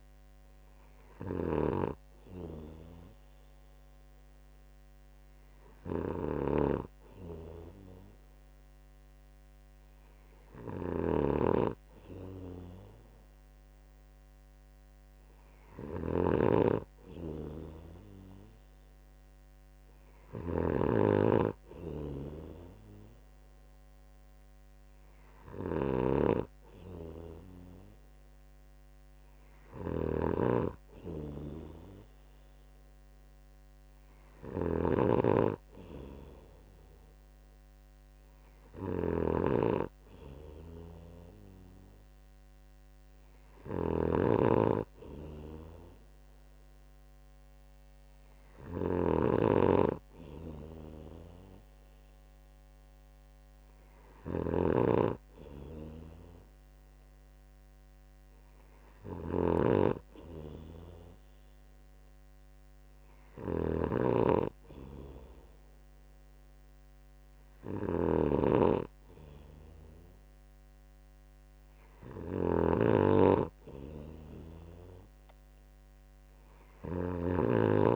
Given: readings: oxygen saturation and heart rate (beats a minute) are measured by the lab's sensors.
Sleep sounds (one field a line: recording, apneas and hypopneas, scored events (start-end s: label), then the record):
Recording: breathing in sleep by a microphone on the trachea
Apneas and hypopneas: none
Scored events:
0.00-77.96 s: snoring (device-marked)
From the record:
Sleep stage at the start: N2 (light sleep)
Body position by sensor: on the right side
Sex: male